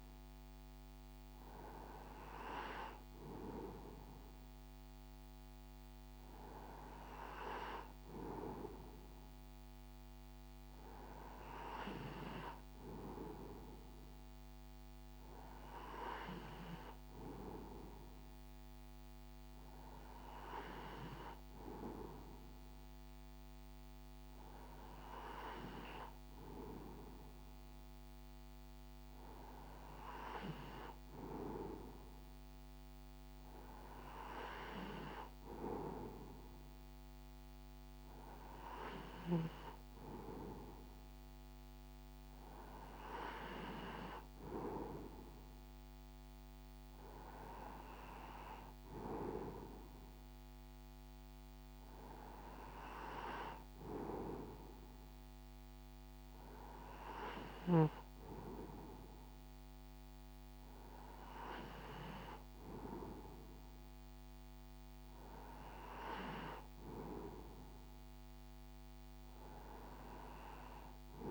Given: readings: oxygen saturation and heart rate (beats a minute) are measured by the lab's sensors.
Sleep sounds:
breathing in sleep by a microphone on the trachea; none
none scored
From the record:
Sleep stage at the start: N2 (light sleep); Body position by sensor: on the right side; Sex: male

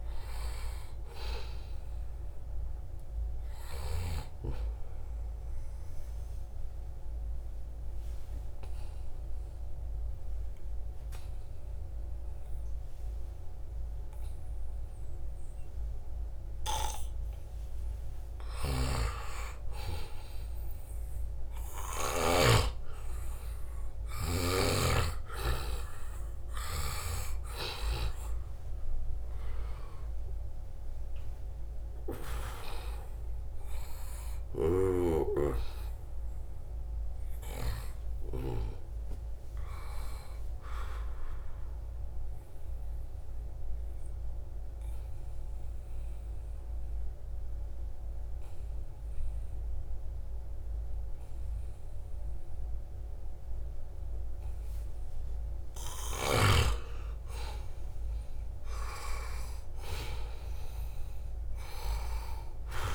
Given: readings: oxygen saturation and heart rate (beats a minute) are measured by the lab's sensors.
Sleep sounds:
breathing in sleep by a room microphone; 2
5.00-18.00 s: obstructive apnea (oxygen 95% before, 91% lowest, heart rate 81 before, 76 extreme, up 0 after)
18.50-22.50 s: snoring (device-marked)
19.00-23.00 s: arousal
24.00-37.00 s: oxygen desaturation (device-marked, oxygen 95% before, 92% lowest, heart rate 79 before, 72 extreme)
41.50-55.00 s: obstructive apnea (oxygen 95% before, 89% lowest, heart rate 81 before, 72 extreme, up 11 after)
56.00-60.50 s: arousal
57.50-59.50 s: long interval between heartbeats (device-marked, heart rate 79 before, 82 extreme)
From the record:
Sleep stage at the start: N2 (light sleep); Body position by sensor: on the back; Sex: male

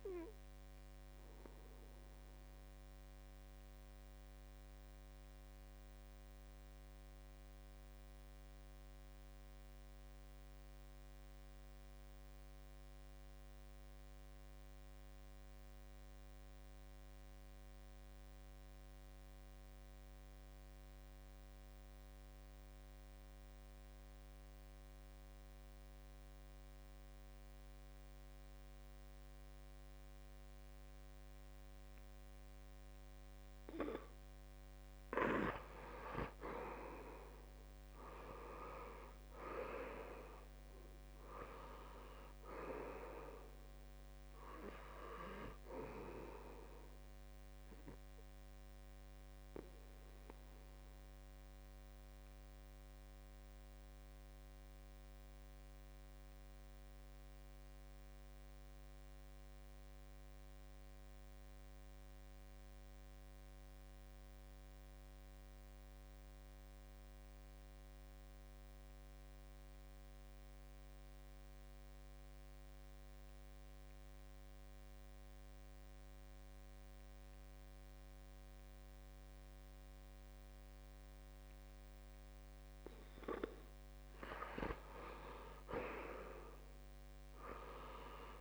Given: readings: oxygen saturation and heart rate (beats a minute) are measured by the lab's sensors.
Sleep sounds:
breathing in sleep by a microphone on the trachea; 2
0.00-14.00 s: oxygen desaturation (device-marked, oxygen 79% lowest, heart rate 67 extreme)
3.50-34.50 s: obstructive apnea (oxygen 95% before, 78% lowest, heart rate 73 before, 65 extreme, up 5 after)
28.00-63.00 s: oxygen desaturation (device-marked, oxygen 97% before, 78% lowest, heart rate 71 before, 65 extreme)
37.50-41.00 s: arousal
49.50-84.00 s: obstructive apnea (oxygen 96% before, 78% lowest, heart rate 73 before, 65 extreme, up 6 after)
77.00-88.41 s: oxygen desaturation (device-marked, oxygen 96% before, 78% lowest, heart rate 68 before, 66 extreme)
86.50-88.41 s: arousal
From the record:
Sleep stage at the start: N2 (light sleep); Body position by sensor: on the back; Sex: male

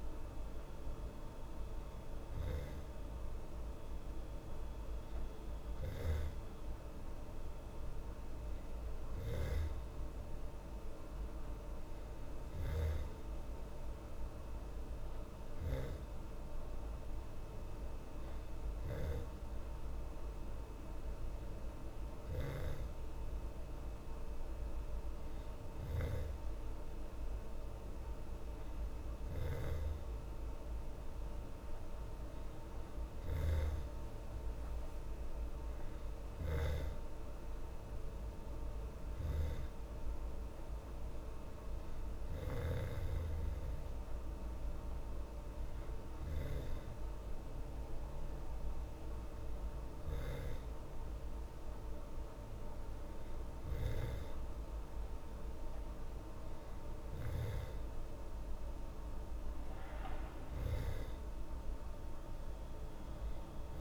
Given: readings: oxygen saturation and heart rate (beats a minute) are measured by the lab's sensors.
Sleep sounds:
breathing in sleep by a room microphone; none
33.00-36.50 s: snoring (device-marked)
From the record:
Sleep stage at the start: N2 (light sleep); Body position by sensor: on the back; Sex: female

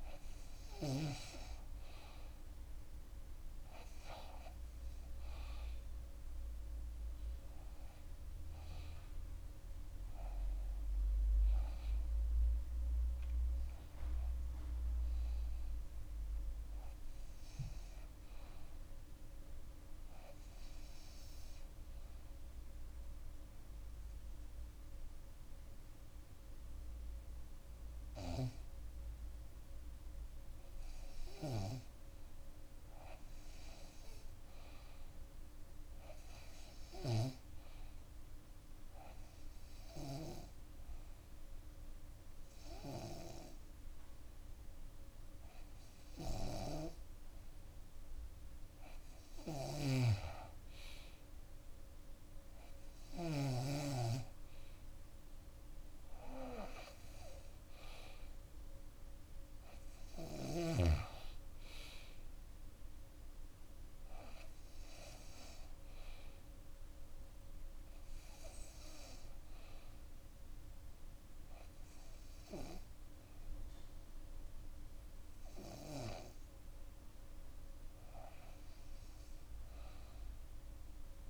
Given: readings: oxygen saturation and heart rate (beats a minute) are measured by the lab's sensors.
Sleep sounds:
breathing in sleep by a room microphone; 2
22.00-32.50 s: obstructive apnea (oxygen 96% before, 95% lowest, heart rate 67 before, 56 extreme, up 10 after)
24.00-30.00 s: bradycardia (device-marked, heart rate 65 before, 56 extreme)
34.00-37.00 s: arousal
39.00-49.50 s: obstructive apnea (oxygen 97% before, 95% lowest, heart rate 62 before, 58 extreme, up 10 after)
41.00-45.00 s: bradycardia (device-marked, heart rate 65 before, 59 extreme)
49.00-53.00 s: snoring (device-marked)
57.50-62.00 s: arousal
77.00-81.00 s: bradycardia (device-marked, heart rate 64 before, 59 extreme)
From the record:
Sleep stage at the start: REM sleep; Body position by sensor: on the back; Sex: female

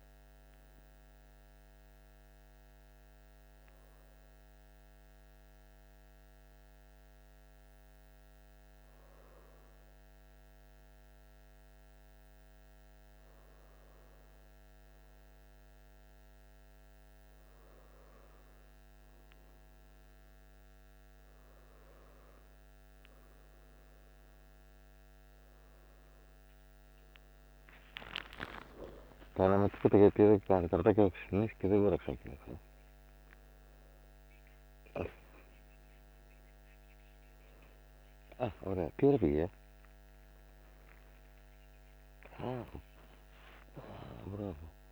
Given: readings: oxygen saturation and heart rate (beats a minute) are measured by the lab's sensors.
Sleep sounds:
a person awake in a sleep study, by a microphone on the trachea; none
none scored
From the record:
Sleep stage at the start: awake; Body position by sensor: on the back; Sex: male

